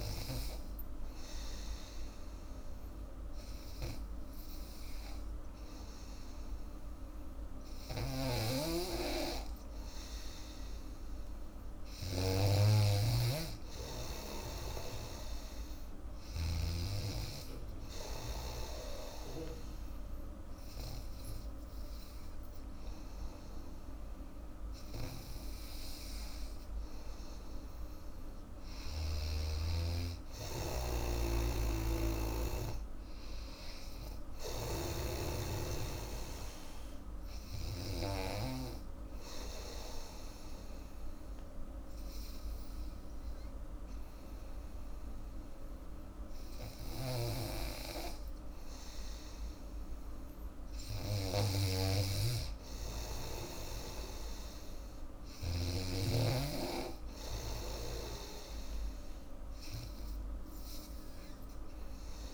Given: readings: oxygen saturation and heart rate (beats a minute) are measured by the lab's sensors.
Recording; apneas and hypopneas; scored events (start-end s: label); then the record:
breathing in sleep by a room microphone; 1
7.50-12.50 s: snoring (device-marked)
14.50-18.50 s: snoring (device-marked)
30.00-60.00 s: new sleep stage, N2 (light sleep)
31.00-38.00 s: snoring (device-marked)
33.00-36.50 s: arousal
34.00-46.00 s: oxygen desaturation (device-marked, oxygen 97% before, 94% lowest, heart rate 83 before, 80 extreme)
39.00-50.00 s: obstructive apnea (oxygen 97% before, 94% lowest, heart rate 83 before, 80 extreme, up 2 after)
46.50-51.50 s: snoring (device-marked)
52.00-55.50 s: arousal
60.00-62.34 s: new sleep stage, N3 (deep sleep)
From the record:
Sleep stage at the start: N3 (deep sleep); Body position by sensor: on the back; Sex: female